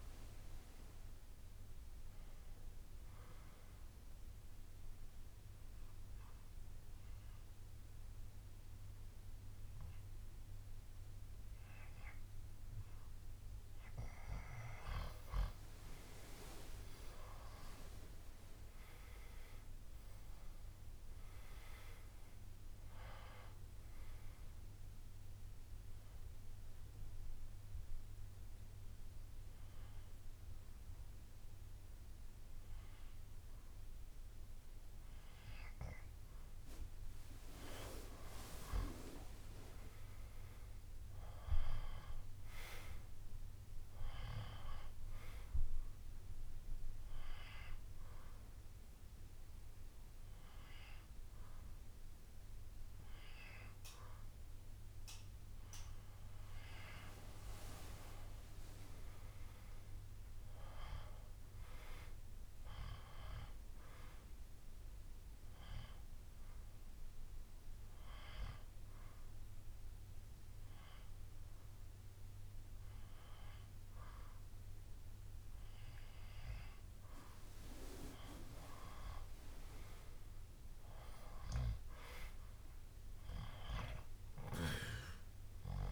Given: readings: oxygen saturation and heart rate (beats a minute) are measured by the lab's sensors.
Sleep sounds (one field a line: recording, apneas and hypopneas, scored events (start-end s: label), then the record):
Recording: breathing in sleep by a room microphone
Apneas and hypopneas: 4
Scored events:
0.00-2.00 s: arousal
0.00-5.50 s: oxygen desaturation (device-marked, oxygen 92% lowest, heart rate 58 extreme)
4.00-14.00 s: obstructive apnea (oxygen 96% before, 90% lowest, heart rate 65 before, 58 extreme, up 9 after)
17.50-21.50 s: arousal
25.50-42.50 s: oxygen desaturation (device-marked, oxygen 97% before, 90% lowest, heart rate 66 before, 59 extreme)
26.00-36.50 s: hypopnea (oxygen 97% before, 90% lowest, heart rate 66 before, 59 extreme, up 12 after)
26.50-29.50 s: bradycardia (device-marked, heart rate 74 before, 60 extreme)
39.00-42.50 s: arousal
45.50-58.00 s: hypopnea (oxygen 98% before, 93% lowest, heart rate 63 before, 59 extreme, up 9 after)
57.50-67.50 s: drop in pulse transit time (device-marked, heart rate 64 before, 62 extreme)
59.50-63.00 s: arousal
65.50-75.50 s: hypopnea (oxygen 98% before, 93% lowest, heart rate 64 before, 59 extreme, up 9 after)
66.50-70.50 s: bradycardia (device-marked, heart rate 73 before, 59 extreme)
78.00-82.50 s: arousal
From the record:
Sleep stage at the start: N2 (light sleep)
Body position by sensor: on the back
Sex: male